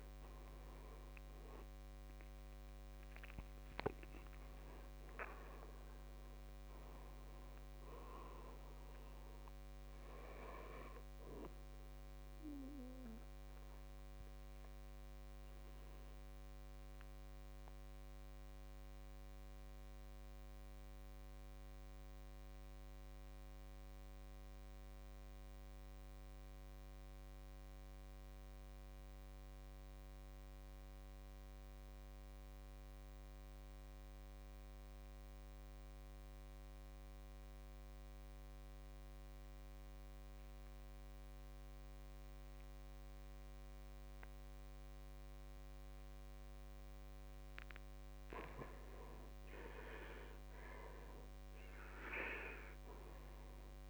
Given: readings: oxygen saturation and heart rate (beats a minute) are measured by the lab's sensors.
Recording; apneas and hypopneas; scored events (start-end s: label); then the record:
breathing in sleep by a microphone on the trachea; 1
0.00-26.00 s: oxygen desaturation (device-marked, oxygen 79% lowest, heart rate 50 extreme)
16.50-47.00 s: obstructive apnea (oxygen 99% before, 78% lowest, heart rate 67 before, 50 extreme, up 20 after)
36.50-38.50 s: long interval between heartbeats (device-marked, heart rate 54 before, 58 extreme)
49.00-53.90 s: arousal
49.00-53.90 s: oxygen desaturation (device-marked, oxygen 99% before, 78% lowest, heart rate 57 before, 55 extreme)
From the record:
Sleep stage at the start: N2 (light sleep); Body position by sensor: on the back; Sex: male